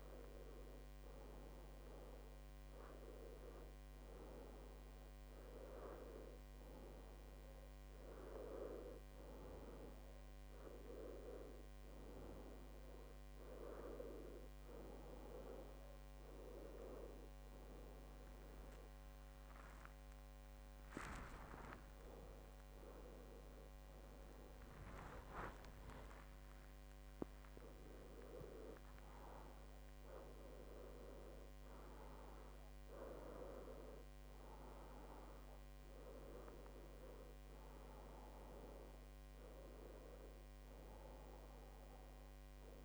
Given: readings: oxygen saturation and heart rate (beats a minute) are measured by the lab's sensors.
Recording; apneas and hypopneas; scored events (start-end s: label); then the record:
breathing in sleep by a microphone on the trachea; none
17.00-24.00 s: tachycardia (device-marked, heart rate 73 before, 139 extreme)
20.00-22.00 s: long interval between heartbeats (device-marked, heart rate 78 before, 117 extreme)
21.50-26.50 s: arousal
22.00-24.00 s: long interval between heartbeats (device-marked, heart rate 83 before, 134 extreme)
32.50-36.50 s: arousal
From the record:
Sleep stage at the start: N2 (light sleep); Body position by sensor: on the back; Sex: male